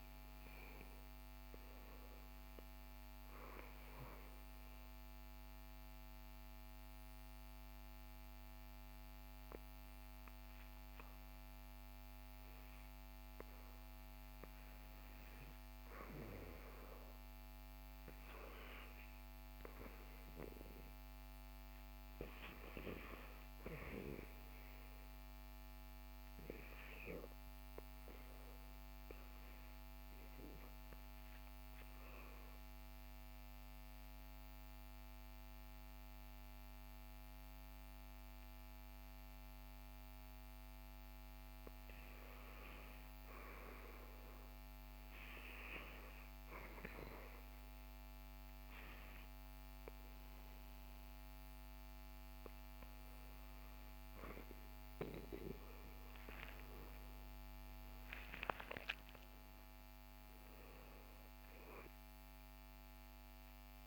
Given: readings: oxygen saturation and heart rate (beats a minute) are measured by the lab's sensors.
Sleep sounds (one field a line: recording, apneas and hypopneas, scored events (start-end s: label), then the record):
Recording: breathing in sleep by a microphone on the trachea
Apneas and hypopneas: 2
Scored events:
4.00-14.00 s: obstructive apnea (oxygen 98% before, 94% lowest, heart rate 65 before, 66 extreme, up 1 after)
16.00-20.00 s: arousal
32.00-42.00 s: obstructive apnea (oxygen 98% before, 94% lowest, heart rate 70 before, 56 extreme, up 3 after)
46.00-63.87 s: new sleep stage, N2 (light sleep)
55.50-60.00 s: arousal
From the record:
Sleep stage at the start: REM sleep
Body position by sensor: on the back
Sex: male